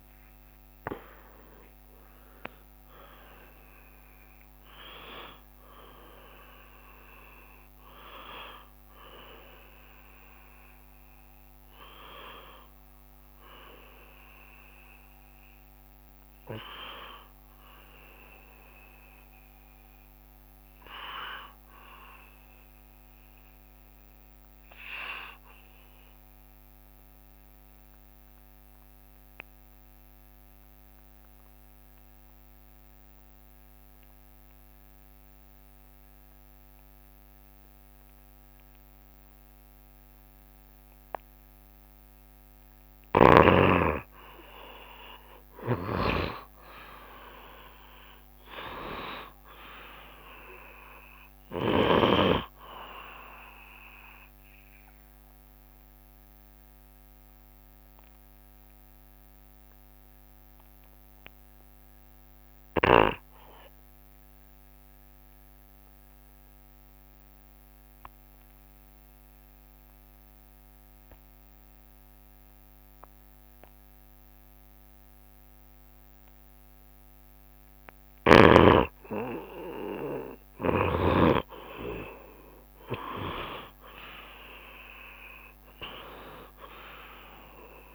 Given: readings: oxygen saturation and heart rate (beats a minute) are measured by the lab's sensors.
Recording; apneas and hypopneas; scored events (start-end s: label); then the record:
breathing in sleep by a microphone on the trachea; 2
0.00-2.00 s: long interval between heartbeats (device-marked, heart rate 75 before, 96 extreme)
2.00-62.00 s: new sleep stage, N1 (lightest sleep)
17.00-31.00 s: oxygen desaturation (device-marked, oxygen 94% before, 71% lowest, heart rate 85 before, 69 extreme)
26.50-42.00 s: obstructive apnea (oxygen 94% before, 79% lowest, heart rate 73 before, 69 extreme, up 16 after)
40.50-42.50 s: long interval between heartbeats (device-marked, heart rate 69 before, 79 extreme)
42.00-71.00 s: oxygen desaturation (device-marked, oxygen 94% before, 80% lowest, heart rate 70 before, 68 extreme)
45.00-50.00 s: arousal
46.00-48.00 s: long interval between heartbeats (device-marked, heart rate 72 before, 80 extreme)
51.50-53.50 s: long interval between heartbeats (device-marked, heart rate 75 before, 81 extreme)
62.00-87.95 s: new sleep stage, N2 (light sleep)
65.00-78.50 s: obstructive apnea (oxygen 94% before, 79% lowest, heart rate 78 before, 68 extreme, up 5 after)
81.50-86.00 s: arousal
83.00-87.95 s: oxygen desaturation (device-marked, oxygen 91% before, 79% lowest, heart rate 70 before, 68 extreme)
From the record:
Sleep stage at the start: N2 (light sleep); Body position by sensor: on the back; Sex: male